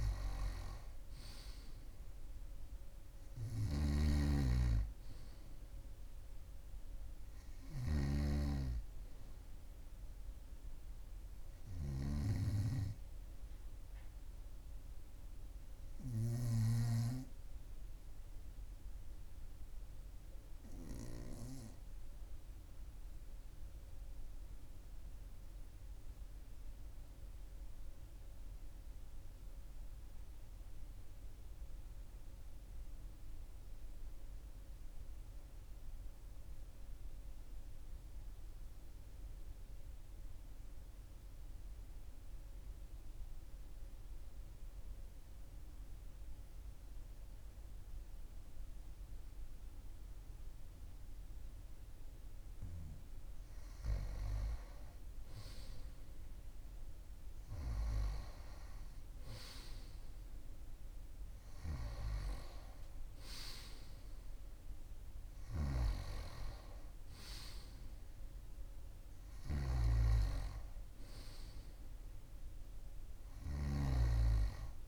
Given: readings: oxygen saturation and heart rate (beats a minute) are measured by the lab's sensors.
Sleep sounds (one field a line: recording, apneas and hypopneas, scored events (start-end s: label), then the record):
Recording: breathing in sleep by a room microphone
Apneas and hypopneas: 1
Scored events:
3.00-8.00 s: snoring (device-marked)
20.00-51.50 s: obstructive apnea (oxygen 98% before, 93% lowest, heart rate 42 before, 41 extreme, up 2 after)
53.50-59.50 s: arousal
62.50-74.88 s: oxygen desaturation (device-marked, oxygen 97% before, 93% lowest, heart rate 42 before, 41 extreme)
69.00-74.88 s: snoring (device-marked)
From the record:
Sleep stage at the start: N2 (light sleep)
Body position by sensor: on the right side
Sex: male